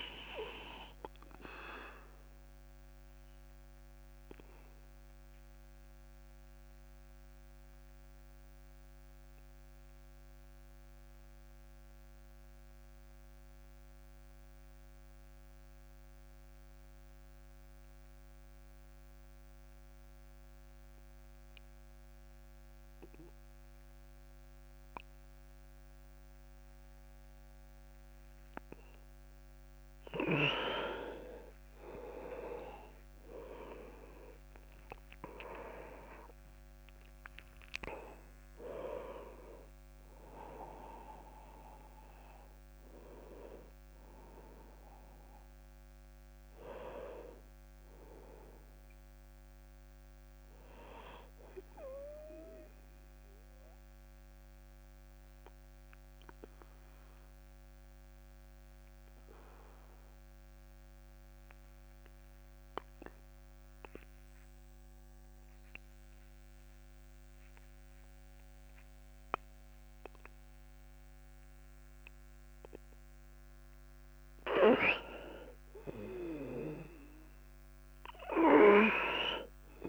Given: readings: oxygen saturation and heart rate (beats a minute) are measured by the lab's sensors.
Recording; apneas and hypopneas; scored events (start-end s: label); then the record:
breathing in sleep by a microphone on the trachea; 2
1.50-29.00 s: obstructive apnea (oxygen 99% before, 88% lowest, heart rate 46 before, 27 extreme, up 27 after)
27.50-58.50 s: oxygen desaturation (device-marked, oxygen 98% before, 88% lowest)
32.00-36.00 s: arousal
53.00-74.00 s: obstructive apnea (oxygen 98% before, 88% lowest)
76.50-79.89 s: arousal
From the record:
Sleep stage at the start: N2 (light sleep); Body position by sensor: on the back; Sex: male